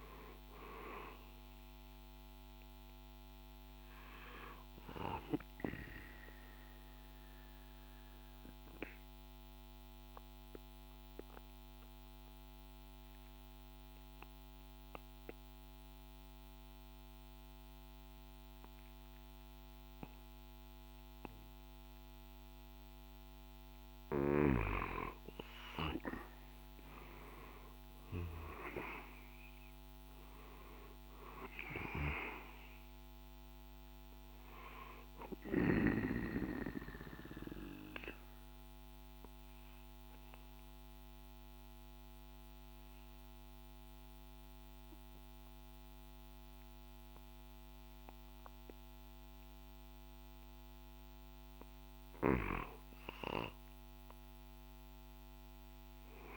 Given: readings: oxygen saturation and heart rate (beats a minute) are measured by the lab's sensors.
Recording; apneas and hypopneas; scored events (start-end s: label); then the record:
breathing in sleep by a microphone on the trachea; 2
0.00-9.00 s: drop in pulse transit time (device-marked, heart rate 53 extreme)
0.00-21.00 s: oxygen desaturation (device-marked, oxygen 85% lowest, heart rate 50 extreme)
5.50-22.50 s: obstructive apnea (oxygen 98% before, 85% lowest, heart rate 59 before, 50 extreme, up 6 after)
24.50-29.00 s: arousal
35.00-51.50 s: obstructive apnea (oxygen 98% before, 90% lowest, heart rate 56 before, 50 extreme, up 8 after)
37.00-51.00 s: oxygen desaturation (device-marked, oxygen 98% before, 90% lowest, heart rate 57 before, 50 extreme)
51.50-56.00 s: snoring (device-marked)
From the record:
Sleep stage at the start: N2 (light sleep); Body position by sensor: on the right side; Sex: male